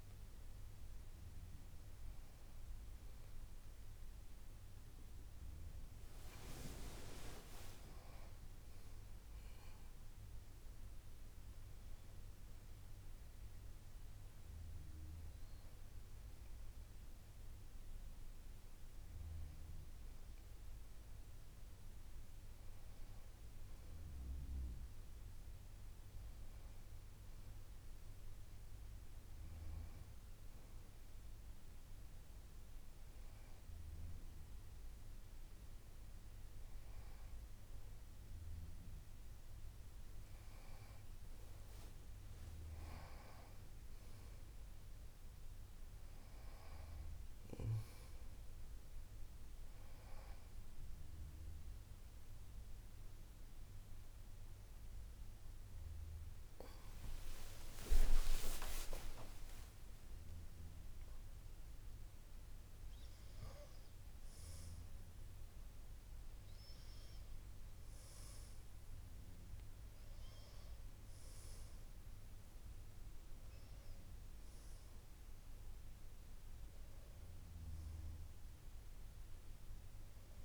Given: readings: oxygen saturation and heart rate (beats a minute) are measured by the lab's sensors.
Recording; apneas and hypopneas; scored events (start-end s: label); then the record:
breathing in sleep by a room microphone; none
58.00-63.00 s: arousal
From the record:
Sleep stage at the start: N1 (lightest sleep); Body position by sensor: on the back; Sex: female